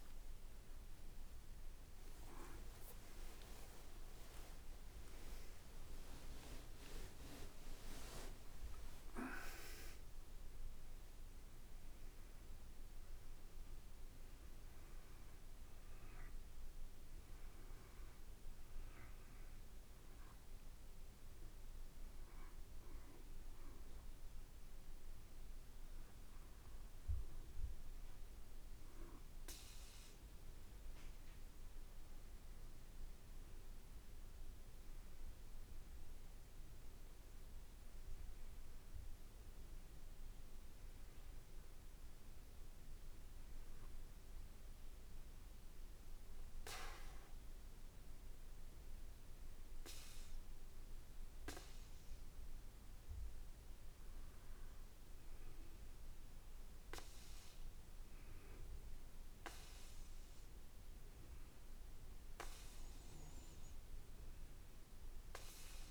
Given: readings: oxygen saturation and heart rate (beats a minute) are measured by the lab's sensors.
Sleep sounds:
a person partly awake in a sleep study, by a room microphone; none
0.00-2.00 s: long interval between heartbeats (device-marked, heart rate 102 before, 110 extreme)
1.00-6.00 s: tachycardia (device-marked, heart rate 63 before, 112 extreme)
2.50-4.50 s: long interval between heartbeats (device-marked, heart rate 107 before, 99 extreme)
4.00-18.00 s: drop in pulse transit time (device-marked, heart rate 112 before, 63 extreme)
4.50-6.50 s: long interval between heartbeats (device-marked, heart rate 112 before, 103 extreme)
7.00-9.00 s: long interval between heartbeats (device-marked, heart rate 117 before, 108 extreme)
11.00-65.91 s: new sleep stage, N1 (lightest sleep)
From the record:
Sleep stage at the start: awake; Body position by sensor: on the back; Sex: male

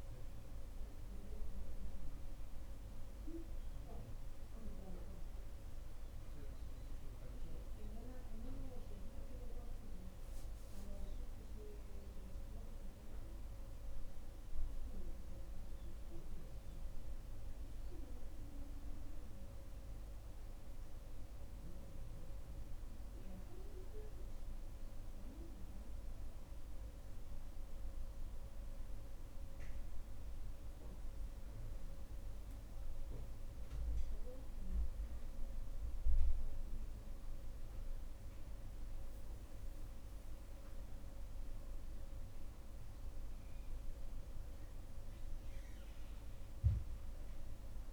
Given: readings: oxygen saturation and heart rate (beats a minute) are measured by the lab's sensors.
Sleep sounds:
breathing in sleep, hard to hear, by a room microphone; none
none scored
From the record:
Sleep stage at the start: N1 (lightest sleep); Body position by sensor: on the right side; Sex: female

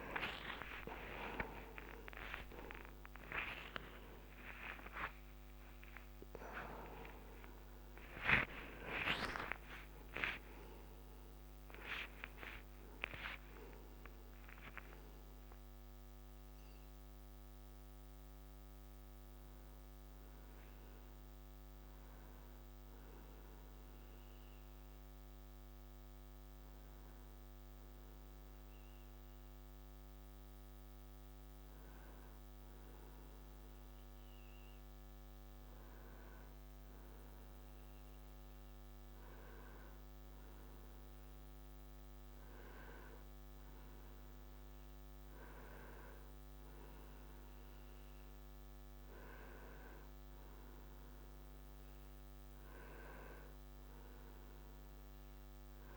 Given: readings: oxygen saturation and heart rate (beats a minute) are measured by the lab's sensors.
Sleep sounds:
a person awake in a sleep study, by a microphone on the trachea; none
none scored
From the record:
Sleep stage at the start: awake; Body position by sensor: on the right side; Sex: male

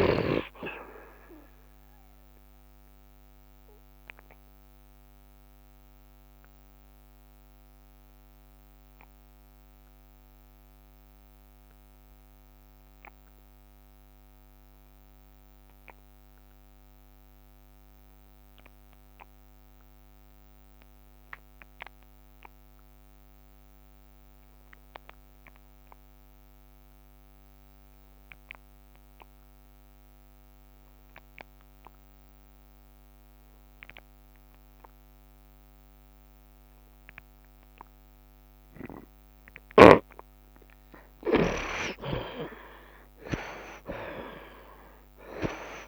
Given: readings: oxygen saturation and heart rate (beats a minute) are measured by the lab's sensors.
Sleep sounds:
breathing in sleep by a microphone on the trachea; 1
0.00-19.50 s: oxygen desaturation (device-marked, oxygen 59% lowest, heart rate 66 extreme)
3.00-39.50 s: obstructive apnea (oxygen 86% before, 59% lowest, heart rate 74 before, 66 extreme, up 3 after)
21.50-45.88 s: oxygen desaturation (device-marked, oxygen 91% before, 61% lowest, heart rate 68 before, 66 extreme)
41.50-45.50 s: arousal
From the record:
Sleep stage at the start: N2 (light sleep); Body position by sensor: on the right side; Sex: male

